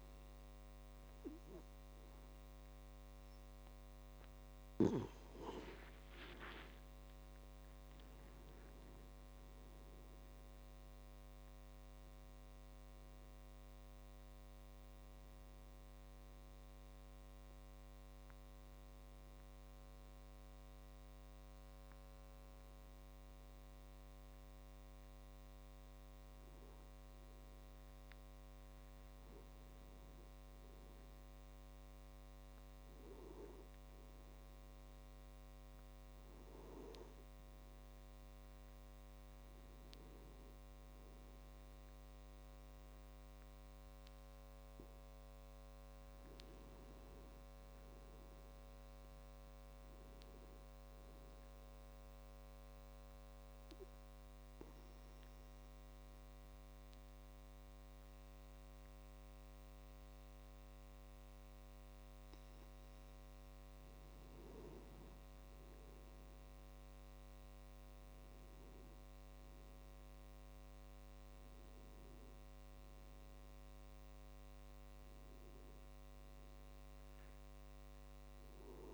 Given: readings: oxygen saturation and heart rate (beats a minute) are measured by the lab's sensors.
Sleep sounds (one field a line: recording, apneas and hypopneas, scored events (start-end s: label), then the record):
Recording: breathing in sleep, hard to hear, by a microphone on the trachea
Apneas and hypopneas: 1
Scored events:
5.50-9.50 s: arousal
39.00-55.00 s: tachycardia (device-marked, heart rate 67 before, 195 extreme)
53.50-64.50 s: obstructive apnea (oxygen 96% before, 93% lowest, heart rate 101 before, 47 extreme, up 13 after)
68.00-72.00 s: arousal
From the record:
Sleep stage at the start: N2 (light sleep)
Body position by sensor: on the back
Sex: male